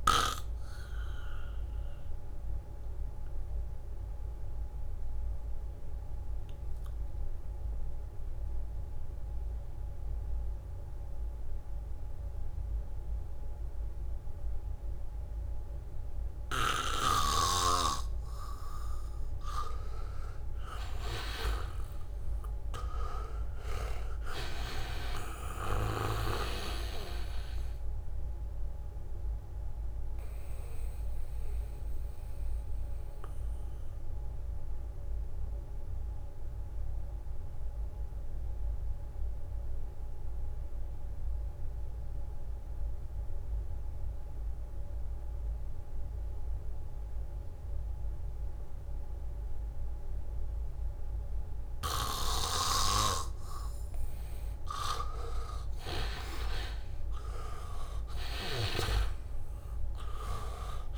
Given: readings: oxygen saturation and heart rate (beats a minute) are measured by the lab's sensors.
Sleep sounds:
breathing in sleep by a room microphone; 2
0.00-12.00 s: oxygen desaturation (device-marked, oxygen 84% lowest, heart rate 72 extreme)
5.00-18.50 s: obstructive apnea (oxygen 98% before, 83% lowest, heart rate 76 before, 74 extreme, up 1 after)
19.00-49.00 s: oxygen desaturation (device-marked, oxygen 98% before, 83% lowest, heart rate 79 before, 75 extreme)
20.00-22.50 s: leg movement (device-marked)
20.50-24.50 s: arousal
23.50-26.50 s: leg movement (device-marked)
31.00-54.50 s: mixed apnea (oxygen 98% before, 83% lowest, heart rate 77 before, 75 extreme, up 2 after)
51.00-60.98 s: oxygen desaturation (device-marked, oxygen 99% before, 83% lowest, heart rate 76 before, 76 extreme)
56.50-60.00 s: arousal
From the record:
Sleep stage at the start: N2 (light sleep); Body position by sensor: on the back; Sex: male

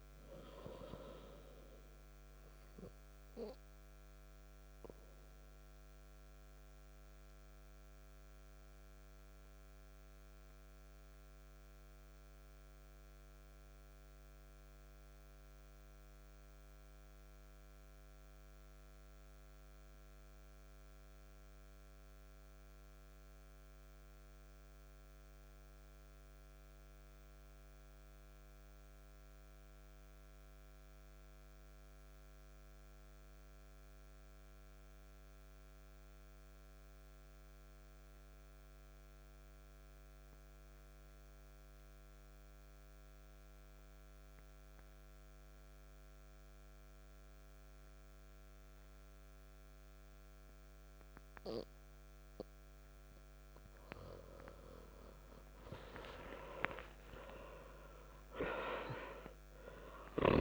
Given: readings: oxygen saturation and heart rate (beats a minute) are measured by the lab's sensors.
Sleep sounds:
breathing in sleep by a microphone on the trachea; 1
0.00-16.00 s: oxygen desaturation (device-marked, oxygen 90% lowest, heart rate 58 extreme)
2.50-52.00 s: obstructive apnea (oxygen 97% before, 88% lowest, heart rate 60 before, 58 extreme, up 24 after)
39.00-60.41 s: oxygen desaturation (device-marked, oxygen 97% before, 88% lowest, heart rate 59 before, 59 extreme)
53.50-59.50 s: arousal
From the record:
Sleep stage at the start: N2 (light sleep); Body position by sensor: on the back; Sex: male

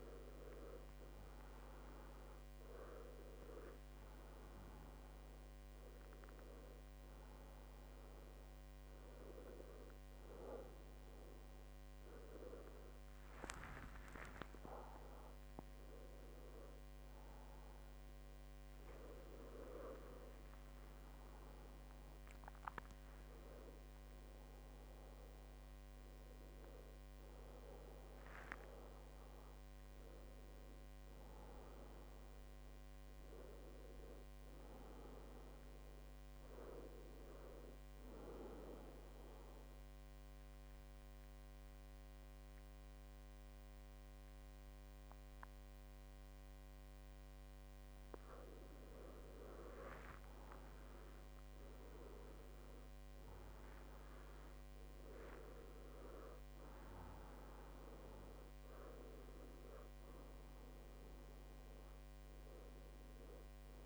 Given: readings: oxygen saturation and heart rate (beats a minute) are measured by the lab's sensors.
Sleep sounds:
breathing in sleep by a microphone on the trachea; 1
0.00-0.50 s: arousal
2.00-21.00 s: oxygen desaturation (device-marked, oxygen 97% before, 94% lowest, heart rate 74 before, 66 extreme)
30.50-32.50 s: long interval between heartbeats (device-marked, heart rate 77 before, 72 extreme)
30.50-35.50 s: arousal
39.00-49.00 s: mixed apnea (oxygen 98% before, 93% lowest, heart rate 76 before, 65 extreme, up 9 after)
50.50-54.50 s: arousal
59.00-63.86 s: oxygen desaturation (device-marked, oxygen 96% before, 93% lowest, heart rate 70 before, 62 extreme)
From the record:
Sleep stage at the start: N2 (light sleep); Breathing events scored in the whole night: 363 in 5.3 hours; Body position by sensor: on the back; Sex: male

